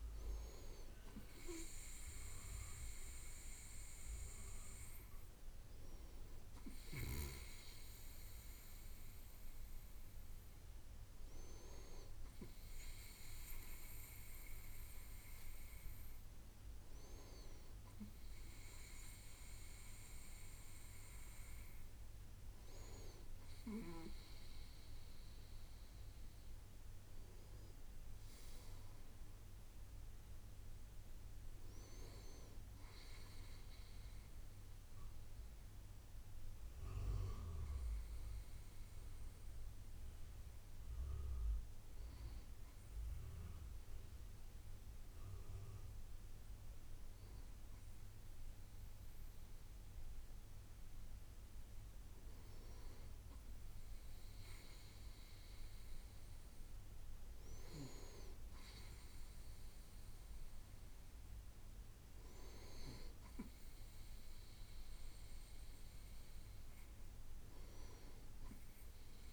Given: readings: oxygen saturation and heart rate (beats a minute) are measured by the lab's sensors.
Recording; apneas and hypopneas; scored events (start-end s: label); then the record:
breathing in sleep by a room microphone; none
none scored
From the record:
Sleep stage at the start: N2 (light sleep); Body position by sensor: on the right side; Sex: male